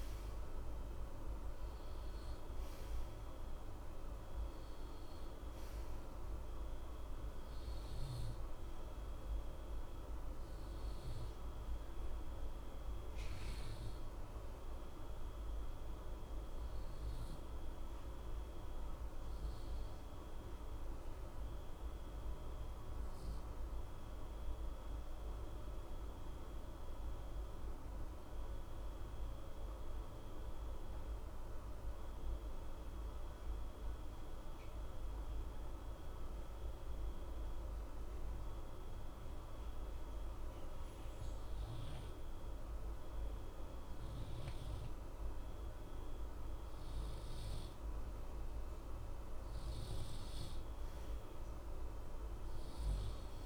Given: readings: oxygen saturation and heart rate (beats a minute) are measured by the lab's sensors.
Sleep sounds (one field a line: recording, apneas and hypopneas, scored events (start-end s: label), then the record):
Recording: breathing in sleep, hard to hear, by a room microphone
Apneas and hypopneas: 1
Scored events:
0.00-19.00 s: oxygen desaturation (device-marked, oxygen 89% lowest, heart rate 60 extreme)
12.00-15.50 s: arousal
18.50-39.00 s: obstructive apnea (oxygen 93% before, 89% lowest, heart rate 61 before, 60 extreme, up 2 after)
42.50-45.50 s: arousal
47.00-53.45 s: oxygen desaturation (device-marked, oxygen 96% before, 89% lowest, heart rate 61 before, 60 extreme)
From the record:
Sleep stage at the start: N2 (light sleep)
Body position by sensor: on the right side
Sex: male